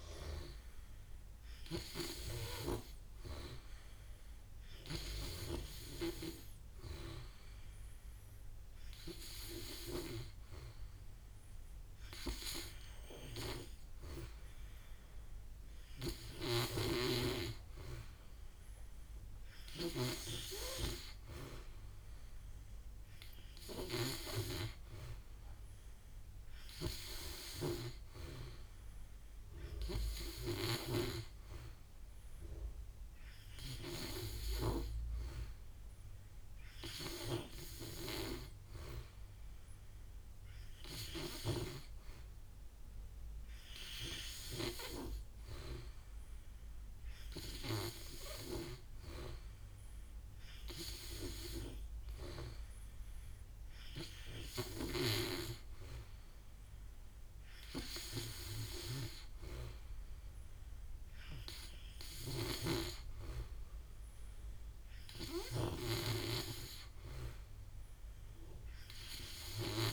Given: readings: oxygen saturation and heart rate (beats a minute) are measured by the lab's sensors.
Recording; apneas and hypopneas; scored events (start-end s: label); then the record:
breathing in sleep by a room microphone; none
30.00-38.00 s: snoring (device-marked)
58.00-65.50 s: snoring (device-marked)
From the record:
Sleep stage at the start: N3 (deep sleep); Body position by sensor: on the back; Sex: male